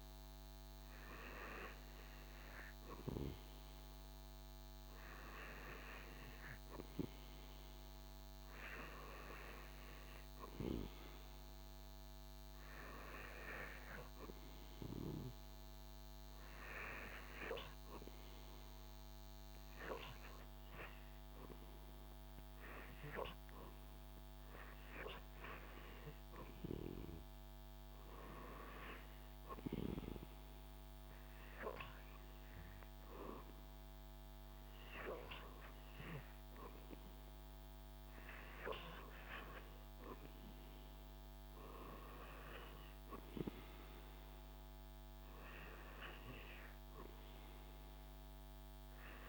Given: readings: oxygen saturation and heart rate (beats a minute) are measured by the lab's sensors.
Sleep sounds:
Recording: breathing in sleep by a microphone on the trachea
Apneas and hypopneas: none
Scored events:
none scored
From the record:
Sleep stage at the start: REM sleep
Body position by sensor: on the back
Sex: male

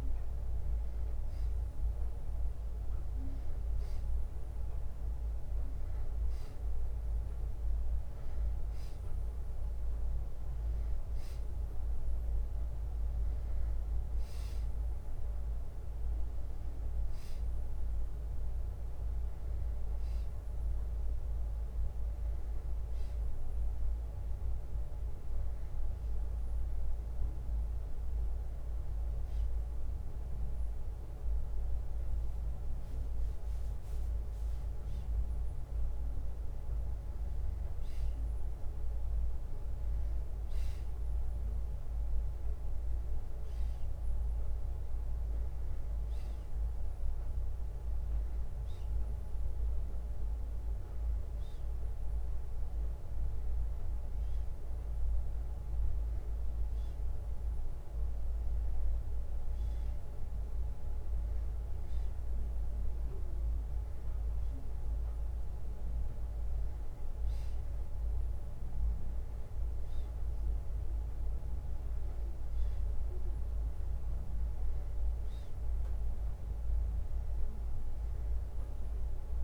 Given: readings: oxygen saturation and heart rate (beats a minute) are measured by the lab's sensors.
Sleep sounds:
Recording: a person partly awake in a sleep study, hard to hear, by a room microphone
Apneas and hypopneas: none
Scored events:
6.50-79.43 s: new sleep stage, N2 (light sleep)
72.50-74.50 s: long interval between heartbeats (device-marked, heart rate 62 before, 64 extreme)
From the record:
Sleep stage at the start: awake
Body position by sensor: on the back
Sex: male

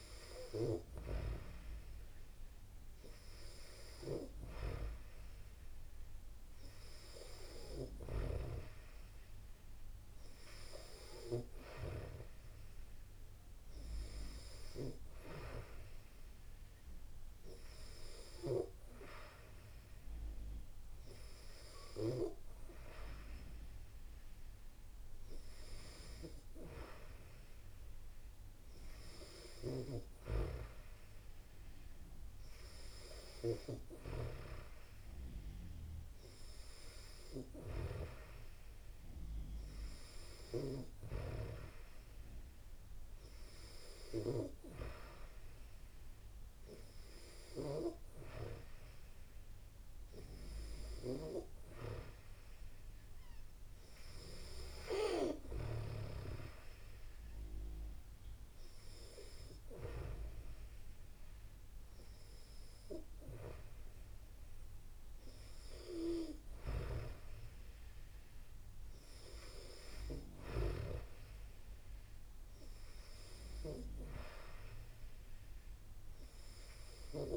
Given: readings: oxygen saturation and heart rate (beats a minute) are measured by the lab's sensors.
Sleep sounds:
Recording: breathing in sleep by a room microphone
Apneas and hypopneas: none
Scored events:
none scored
From the record:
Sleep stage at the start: N2 (light sleep)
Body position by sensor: on the back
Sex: female

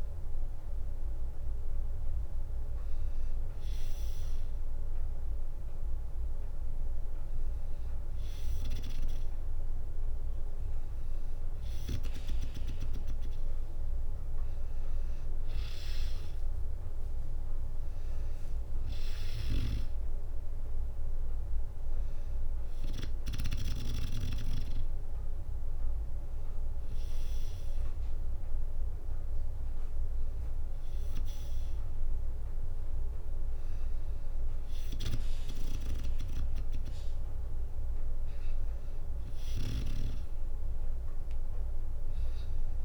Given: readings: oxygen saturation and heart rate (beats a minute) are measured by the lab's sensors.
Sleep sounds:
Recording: breathing in sleep by a room microphone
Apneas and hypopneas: none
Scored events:
3.00-8.00 s: bradycardia (device-marked, heart rate 66 before, 59 extreme)
14.00-25.00 s: drop in pulse transit time (device-marked, heart rate 60 before, 62 extreme)
18.50-23.50 s: snoring (device-marked)
36.00-42.85 s: drop in pulse transit time (device-marked, heart rate 62 before, 61 extreme)
37.00-41.00 s: arousal
From the record:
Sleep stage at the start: N2 (light sleep)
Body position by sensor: on the back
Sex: female

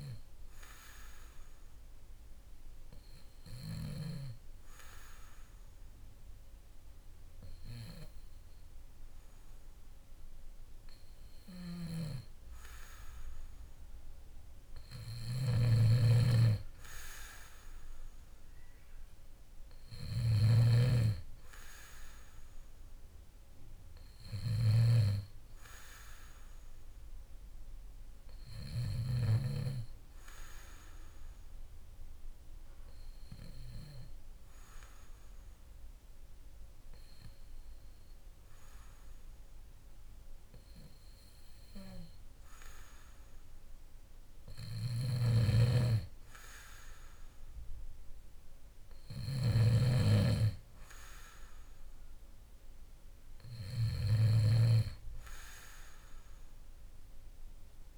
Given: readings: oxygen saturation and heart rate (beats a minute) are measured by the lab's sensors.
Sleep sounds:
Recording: breathing in sleep by a room microphone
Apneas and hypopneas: 1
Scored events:
11.50-29.00 s: snoring (device-marked)
30.50-44.00 s: hypopnea (oxygen 94% before, 93% lowest, heart rate 57 before, 56 extreme, up 3 after)
44.50-57.98 s: snoring (device-marked)
46.00-49.50 s: arousal
From the record:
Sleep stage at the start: N2 (light sleep)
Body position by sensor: on the back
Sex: male

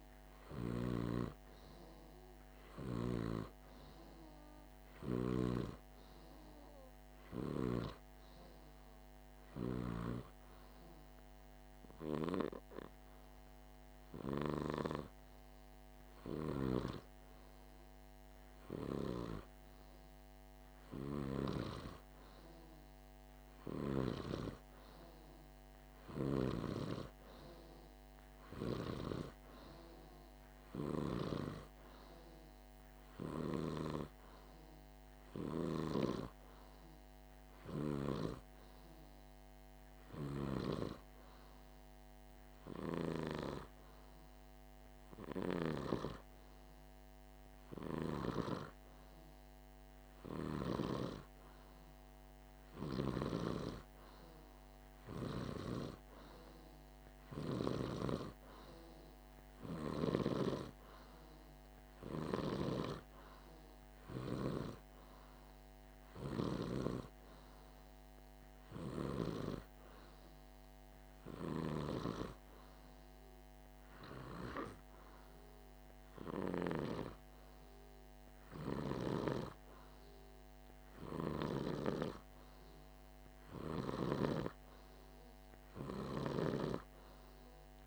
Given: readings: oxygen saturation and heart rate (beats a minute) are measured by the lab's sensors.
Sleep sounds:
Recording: breathing in sleep by a microphone on the trachea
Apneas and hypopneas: 2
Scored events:
7.50-20.00 s: hypopnea (oxygen 99% before, 96% lowest, heart rate 48 before, 49 extreme, up 1 after)
22.00-25.50 s: arousal
41.00-52.00 s: hypopnea (oxygen 97% before, 95% lowest, heart rate 50 before, 49 extreme, up 0 after)
54.00-58.00 s: arousal
From the record:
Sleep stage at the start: N2 (light sleep)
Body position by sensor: on the back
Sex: male

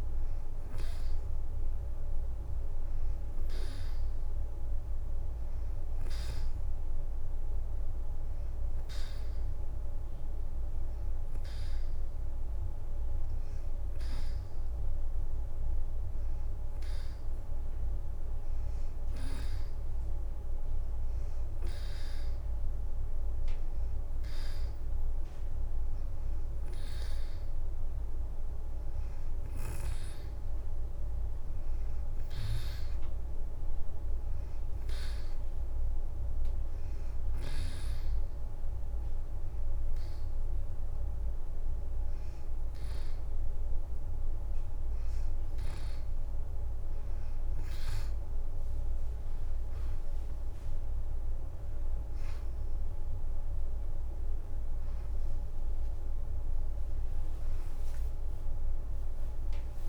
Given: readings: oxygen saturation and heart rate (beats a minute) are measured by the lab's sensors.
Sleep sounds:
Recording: breathing in sleep, hard to hear, by a room microphone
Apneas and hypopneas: 1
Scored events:
9.50-13.50 s: arousal
17.50-44.00 s: hypopnea (oxygen 92% before, 87% lowest, heart rate 84 before, 84 extreme, up 4 after)
23.00-30.50 s: leg movement (device-marked)
23.50-36.50 s: oxygen desaturation (device-marked, oxygen 90% before, 87% lowest, heart rate 85 before, 84 extreme)
40.00-49.50 s: leg movement (device-marked)
47.00-51.00 s: arousal
54.50-59.89 s: oxygen desaturation (device-marked, oxygen 90% before, 87% lowest, heart rate 88 before, 83 extreme)
From the record:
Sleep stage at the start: N2 (light sleep)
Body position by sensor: on the back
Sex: female

